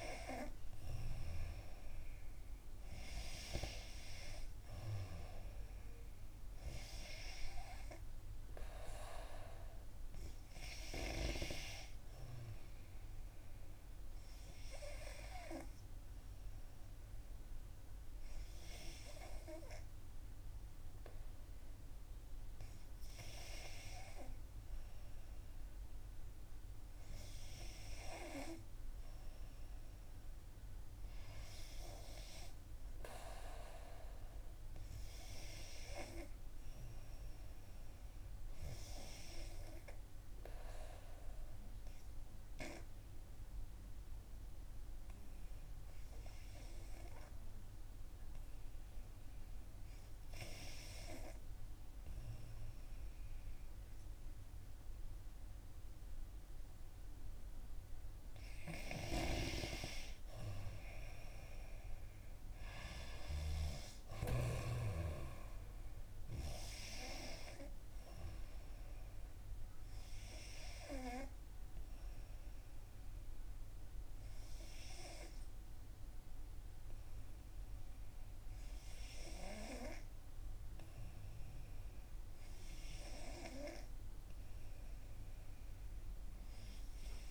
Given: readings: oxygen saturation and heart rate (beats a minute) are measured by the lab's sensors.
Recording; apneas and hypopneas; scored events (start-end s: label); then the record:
breathing in sleep by a room microphone; 3
0.00-18.50 s: oxygen desaturation (device-marked, oxygen 89% lowest, heart rate 60 extreme)
14.50-25.00 s: hypopnea (oxygen 95% before, 88% lowest, heart rate 63 before, 60 extreme, up 0 after)
27.00-30.00 s: arousal
38.00-58.50 s: hypopnea (oxygen 92% before, 88% lowest, heart rate 61 before, 59 extreme, up 5 after)
59.50-82.50 s: oxygen desaturation (device-marked, oxygen 92% before, 88% lowest, heart rate 63 before, 59 extreme)
62.00-66.00 s: arousal
68.50-82.50 s: hypopnea (oxygen 92% before, 88% lowest, heart rate 63 before, 59 extreme, up 4 after)
From the record:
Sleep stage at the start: N2 (light sleep); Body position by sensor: on the back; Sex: female